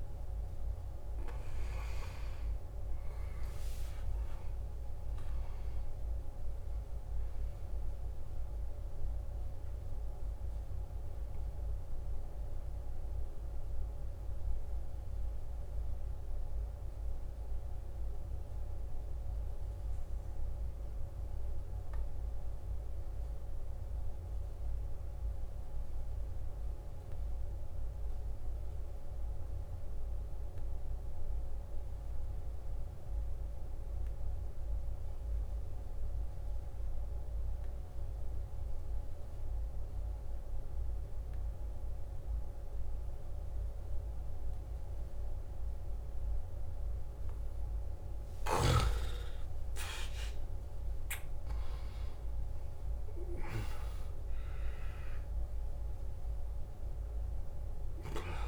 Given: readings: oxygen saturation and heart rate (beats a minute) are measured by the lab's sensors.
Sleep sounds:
breathing in sleep, hard to hear, by a room microphone; 1
0.00-18.00 s: oxygen desaturation (device-marked, oxygen 89% lowest, heart rate 51 extreme)
10.00-47.50 s: mixed apnea (oxygen 97% before, 86% lowest, heart rate 63 before, 51 extreme, up 14 after)
34.00-58.48 s: oxygen desaturation (device-marked, oxygen 98% before, 86% lowest, heart rate 53 before, 53 extreme)
48.50-54.00 s: arousal
From the record:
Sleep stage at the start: N2 (light sleep); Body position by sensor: on the back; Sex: male

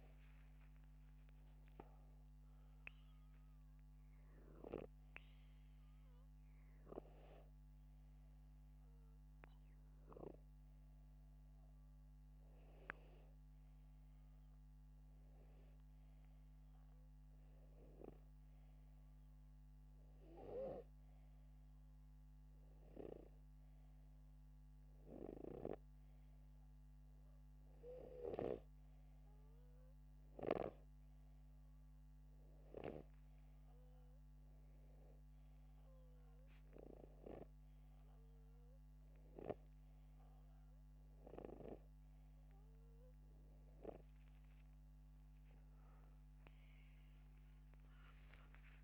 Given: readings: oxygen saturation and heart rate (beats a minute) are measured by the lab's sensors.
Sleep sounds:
breathing in sleep by a microphone on the trachea; 1
1.50-6.50 s: arousal
18.50-28.50 s: hypopnea (oxygen 95% before, 93% lowest, heart rate 84 before, 80 extreme, up 2 after)
47.50-48.84 s: arousal
From the record:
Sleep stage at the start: N2 (light sleep); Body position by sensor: upright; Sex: male

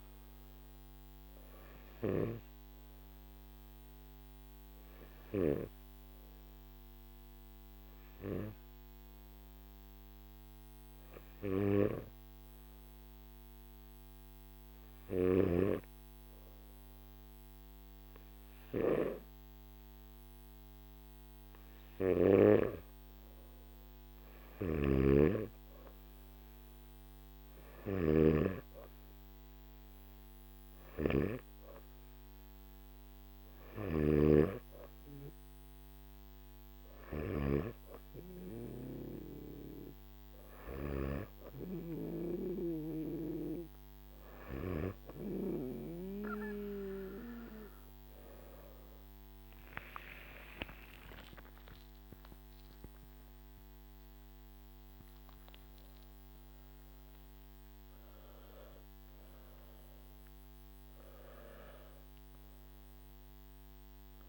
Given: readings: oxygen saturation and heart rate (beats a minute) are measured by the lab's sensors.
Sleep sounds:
breathing in sleep by a microphone on the trachea; 1
3.50-23.50 s: hypopnea (oxygen 96% before, 94% lowest, heart rate 57 before, 52 extreme, up 6 after)
24.50-34.00 s: snoring (device-marked)
From the record:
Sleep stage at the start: N2 (light sleep); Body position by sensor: on the back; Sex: male

